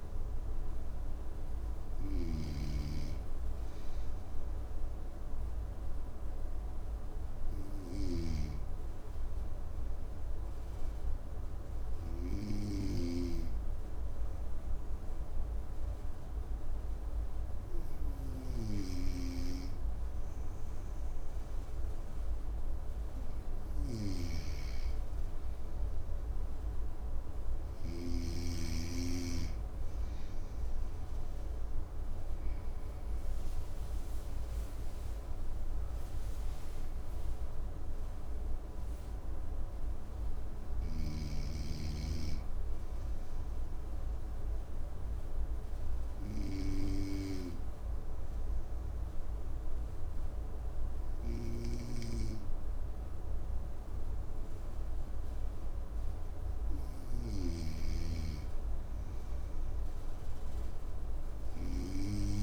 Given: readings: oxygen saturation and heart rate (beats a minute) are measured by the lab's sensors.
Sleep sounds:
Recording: breathing in sleep by a room microphone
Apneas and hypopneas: 2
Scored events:
1.00-22.00 s: hypopnea (oxygen 98% before, 95% lowest, heart rate 63 before, 55 extreme, up 4 after)
1.50-27.50 s: snoring (device-marked)
24.50-28.00 s: arousal
41.50-55.50 s: obstructive apnea (oxygen 99% before, 95% lowest, heart rate 59 before, 54 extreme, up 5 after)
56.50-62.43 s: snoring (device-marked)
58.00-62.00 s: arousal
From the record:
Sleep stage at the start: N2 (light sleep)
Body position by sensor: on the right side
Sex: male

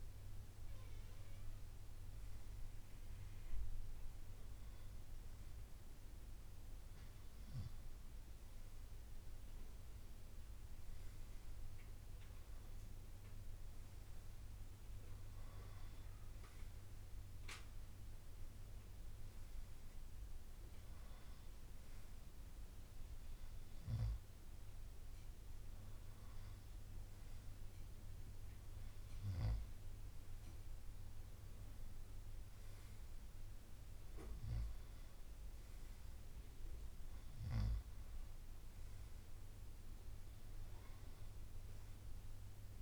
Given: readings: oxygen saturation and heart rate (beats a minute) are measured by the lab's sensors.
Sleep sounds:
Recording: breathing in sleep, hard to hear, by a room microphone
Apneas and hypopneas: none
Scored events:
19.00-42.82 s: new sleep stage, N2 (light sleep)
From the record:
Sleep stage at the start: N1 (lightest sleep)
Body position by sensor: on the right side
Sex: male

